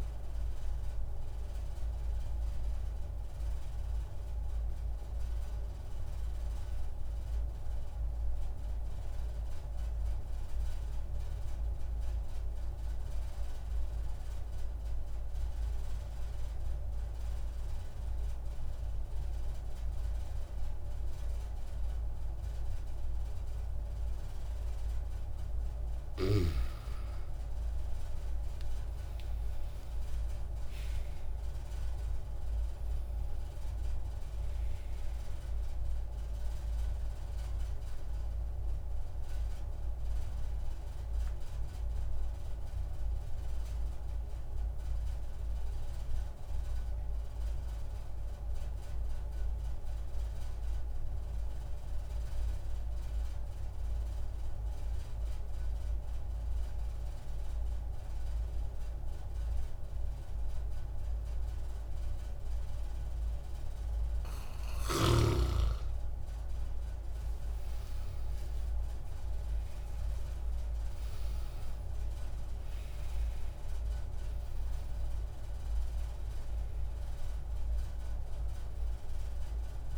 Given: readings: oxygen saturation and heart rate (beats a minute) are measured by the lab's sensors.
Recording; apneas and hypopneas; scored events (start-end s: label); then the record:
breathing in sleep, hard to hear, by a room microphone; 2
1.00-24.00 s: obstructive apnea (oxygen 95% before, 93% lowest)
25.50-29.50 s: arousal
29.00-43.00 s: oxygen desaturation (device-marked, oxygen 97% before, 93% lowest)
37.50-64.00 s: obstructive apnea (oxygen 98% before, 93% lowest)
66.50-70.50 s: arousal
67.00-79.98 s: oxygen desaturation (device-marked, oxygen 97% before, 93% lowest)
From the record:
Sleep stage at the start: N2 (light sleep); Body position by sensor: on the back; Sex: male